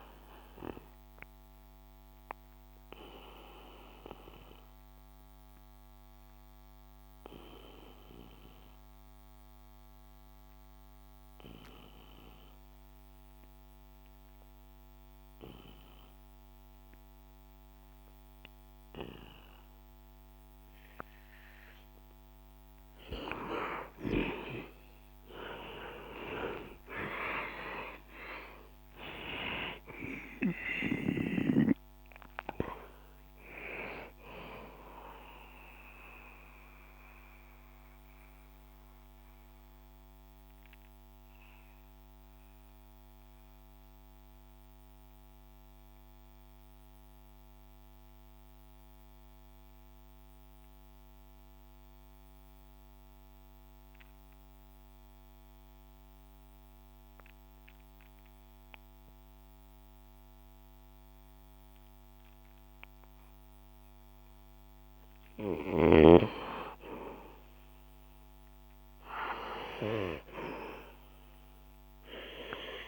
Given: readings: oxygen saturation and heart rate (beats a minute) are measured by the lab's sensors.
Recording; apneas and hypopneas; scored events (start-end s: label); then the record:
breathing in sleep by a microphone on the trachea; 2
0.00-20.00 s: oxygen desaturation (device-marked, oxygen 89% lowest, heart rate 58 extreme)
1.00-21.00 s: obstructive apnea (oxygen 98% before, 89% lowest, heart rate 65 before, 58 extreme, up 10 after)
23.00-27.00 s: arousal
30.00-35.00 s: oxygen desaturation (device-marked, oxygen 96% before, 91% lowest, heart rate 64 before, 58 extreme)
37.00-61.50 s: mixed apnea (oxygen 96% before, 89% lowest, heart rate 68 before, 59 extreme, up 4 after)
49.00-58.00 s: oxygen desaturation (device-marked, oxygen 92% before, 89% lowest, heart rate 65 before, 62 extreme)
63.00-66.00 s: arousal
70.00-72.88 s: oxygen desaturation (device-marked, oxygen 99% before, 91% lowest, heart rate 64 before, 60 extreme)
From the record:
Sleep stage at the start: N2 (light sleep); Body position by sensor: on the back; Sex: male